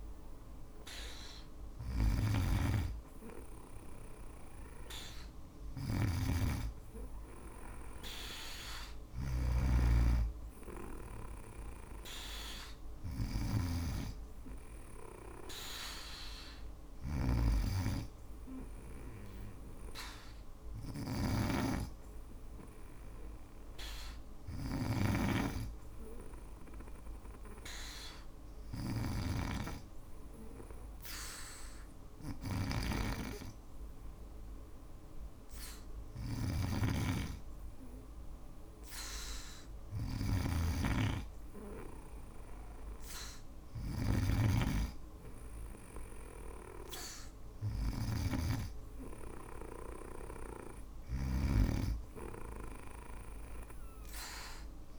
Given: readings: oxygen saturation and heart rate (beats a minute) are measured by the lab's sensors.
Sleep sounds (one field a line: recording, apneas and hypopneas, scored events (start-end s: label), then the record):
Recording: breathing in sleep by a room microphone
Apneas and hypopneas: none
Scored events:
0.00-54.99 s: snoring (device-marked)
From the record:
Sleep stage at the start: N2 (light sleep)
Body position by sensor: on the back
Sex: female